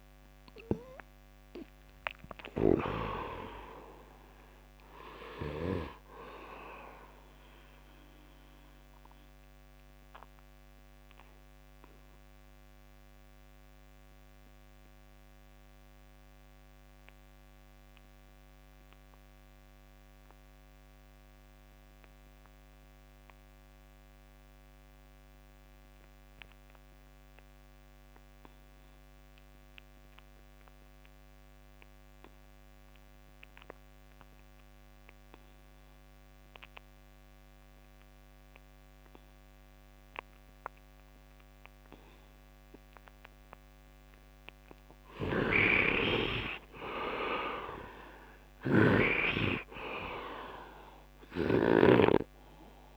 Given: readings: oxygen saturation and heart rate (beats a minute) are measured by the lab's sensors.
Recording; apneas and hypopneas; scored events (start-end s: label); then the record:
breathing in sleep by a microphone on the trachea; 1
0.00-16.00 s: oxygen desaturation (device-marked, oxygen 64% lowest, heart rate 66 extreme)
7.50-41.50 s: obstructive apnea (oxygen 98% before, 64% lowest, heart rate 84 before, 59 extreme, up 3 after)
25.00-52.97 s: oxygen desaturation (device-marked, oxygen 100% before, 66% lowest, heart rate 71 before, 59 extreme)
44.50-49.00 s: arousal
45.00-49.00 s: snoring (device-marked)
From the record:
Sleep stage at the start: N2 (light sleep); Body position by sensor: on the right side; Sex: male